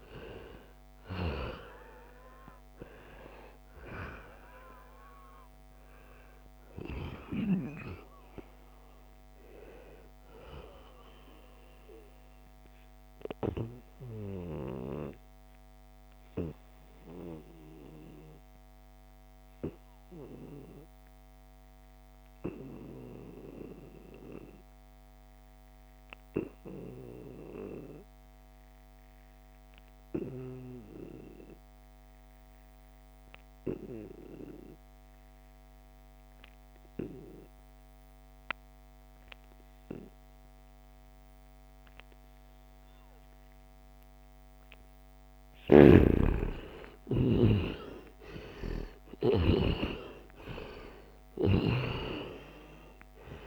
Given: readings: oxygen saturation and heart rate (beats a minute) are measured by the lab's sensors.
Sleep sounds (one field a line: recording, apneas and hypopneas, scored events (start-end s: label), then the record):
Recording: breathing in sleep by a microphone on the trachea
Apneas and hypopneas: 1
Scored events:
0.00-16.50 s: oxygen desaturation (device-marked, oxygen 88% lowest, heart rate 68 extreme)
12.00-44.00 s: obstructive apnea (oxygen 96% before, 89% lowest, heart rate 77 before, 69 extreme, up 6 after)
36.50-53.47 s: oxygen desaturation (device-marked, oxygen 98% before, 89% lowest, heart rate 75 before, 69 extreme)
46.00-51.50 s: arousal
From the record:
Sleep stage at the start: N2 (light sleep)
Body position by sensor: on the right side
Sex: male